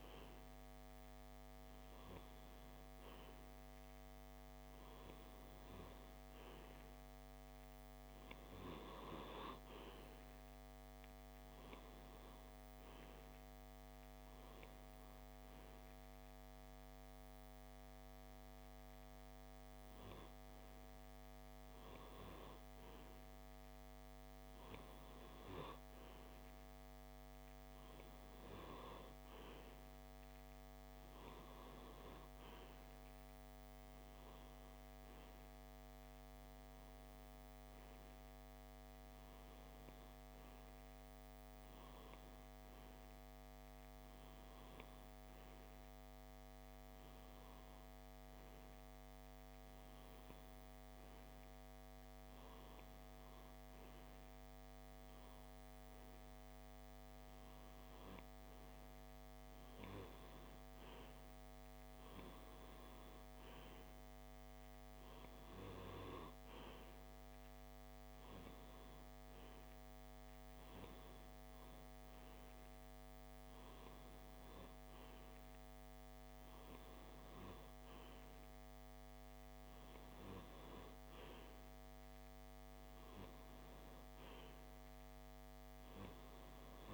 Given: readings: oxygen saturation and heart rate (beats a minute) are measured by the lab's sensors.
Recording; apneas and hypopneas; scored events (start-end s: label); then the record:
breathing in sleep, hard to hear, by a microphone on the trachea; none
54.50-61.50 s: oxygen desaturation (device-marked, oxygen 96% before, 93% lowest)
From the record:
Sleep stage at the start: REM sleep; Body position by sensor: on the left side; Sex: male